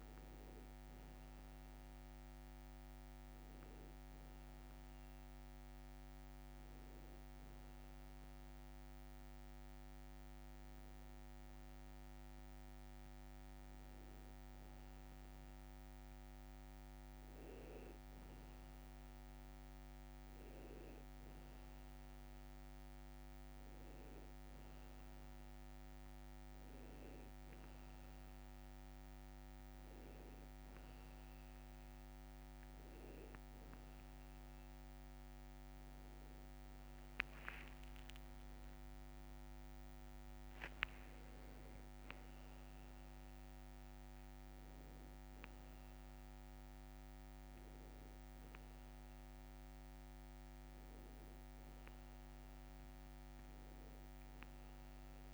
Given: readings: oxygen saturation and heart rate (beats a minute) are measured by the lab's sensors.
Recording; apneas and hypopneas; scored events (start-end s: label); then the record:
breathing in sleep, hard to hear, by a microphone on the trachea; 1
4.00-15.50 s: hypopnea (oxygen 99% before, 96% lowest, heart rate 60 before, 60 extreme, up 0 after)
17.50-21.50 s: arousal
43.50-47.50 s: arousal
From the record:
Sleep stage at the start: N1 (lightest sleep); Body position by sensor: on the back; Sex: male